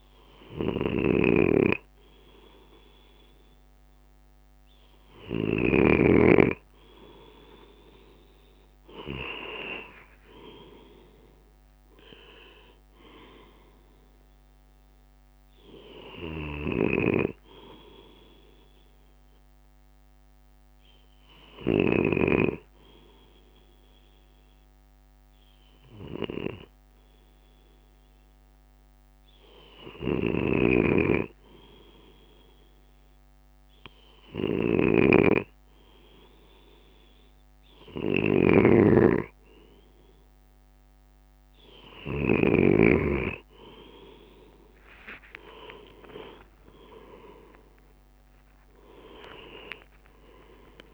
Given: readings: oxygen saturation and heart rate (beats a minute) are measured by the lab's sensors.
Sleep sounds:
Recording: breathing in sleep by a microphone on the trachea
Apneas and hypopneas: 1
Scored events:
8.00-12.00 s: arousal
8.50-21.50 s: drop in pulse transit time (device-marked, heart rate 58 before, 55 extreme)
19.00-30.50 s: hypopnea (oxygen 95% before, 93% lowest, heart rate 60 before, 56 extreme, up 2 after)
44.50-46.00 s: leg movement (device-marked)
45.50-50.94 s: arousal
From the record:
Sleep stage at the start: N2 (light sleep)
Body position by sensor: on the left side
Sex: male

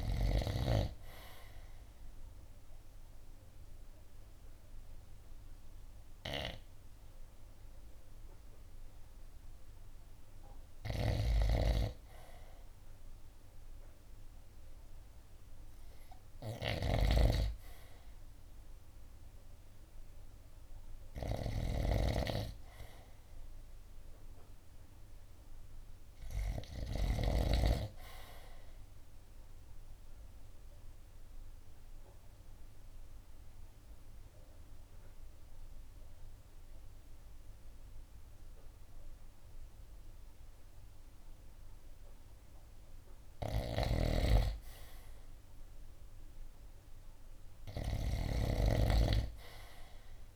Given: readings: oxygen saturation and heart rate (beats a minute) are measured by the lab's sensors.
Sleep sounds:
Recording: breathing in sleep by a room microphone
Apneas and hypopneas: 2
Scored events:
0.00-2.50 s: drop in pulse transit time (device-marked, heart rate 72 extreme)
0.00-14.50 s: oxygen desaturation (device-marked, oxygen 82% lowest, heart rate 65 extreme)
1.50-11.50 s: obstructive apnea (oxygen 96% before, 81% lowest, heart rate 73 before, 68 extreme, up 3 after)
11.00-27.50 s: snoring (device-marked)
18.00-22.50 s: arousal
23.50-34.50 s: oxygen desaturation (device-marked, oxygen 95% before, 89% lowest, heart rate 70 before, 63 extreme)
30.00-43.00 s: obstructive apnea (oxygen 95% before, 81% lowest, heart rate 70 before, 62 extreme, up 9 after)
43.50-48.50 s: snoring (device-marked)
45.00-48.50 s: arousal
From the record:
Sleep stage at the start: REM sleep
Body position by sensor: on the right side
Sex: male

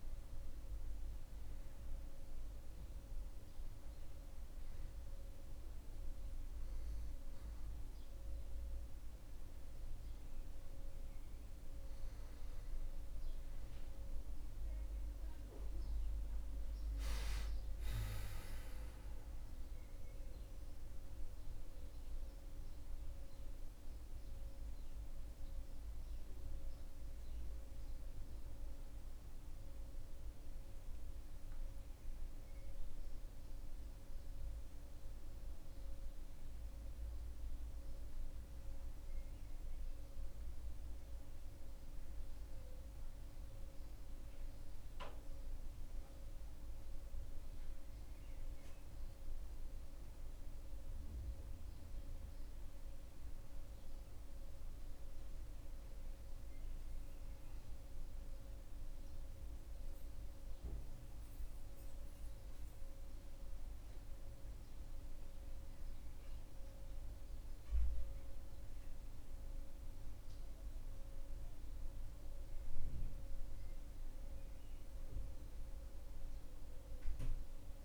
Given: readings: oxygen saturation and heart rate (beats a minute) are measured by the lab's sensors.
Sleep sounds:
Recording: breathing in sleep, hard to hear, by a room microphone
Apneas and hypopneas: none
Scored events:
none scored
From the record:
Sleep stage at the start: N2 (light sleep)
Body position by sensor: on the back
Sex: male

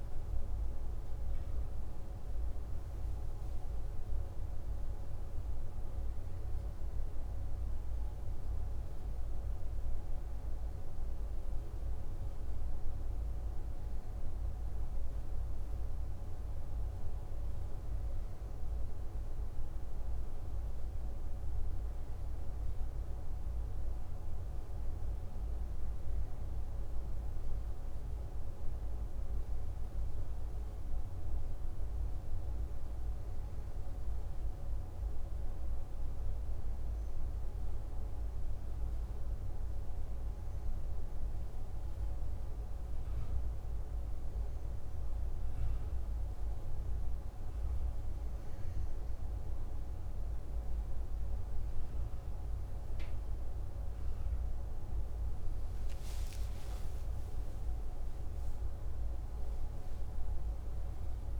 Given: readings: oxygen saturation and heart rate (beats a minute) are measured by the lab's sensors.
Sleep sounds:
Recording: breathing in sleep, hard to hear, by a room microphone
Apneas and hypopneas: 1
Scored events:
0.00-2.50 s: oxygen desaturation (device-marked, oxygen 94% lowest, heart rate 50 extreme)
29.00-53.00 s: hypopnea (oxygen 97% before, 94% lowest, heart rate 53 before, 51 extreme, up 12 after)
54.00-59.00 s: arousal
From the record:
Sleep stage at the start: N2 (light sleep)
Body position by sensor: on the back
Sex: male

